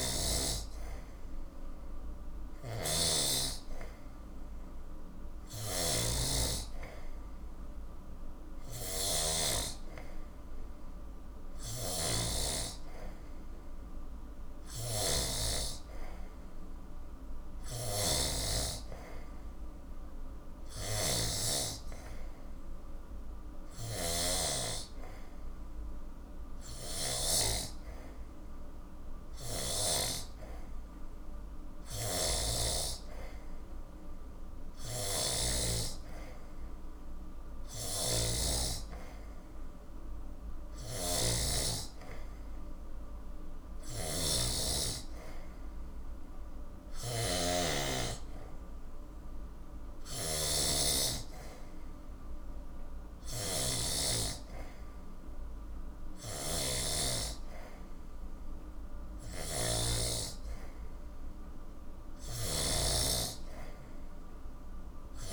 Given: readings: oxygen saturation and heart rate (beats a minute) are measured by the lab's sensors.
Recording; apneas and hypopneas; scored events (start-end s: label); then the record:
breathing in sleep by a room microphone; none
0.00-9.50 s: snoring (device-marked)
11.50-27.50 s: snoring (device-marked)
32.00-35.50 s: snoring (device-marked)
37.50-65.33 s: snoring (device-marked)
From the record:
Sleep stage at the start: N3 (deep sleep); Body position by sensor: on the back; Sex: male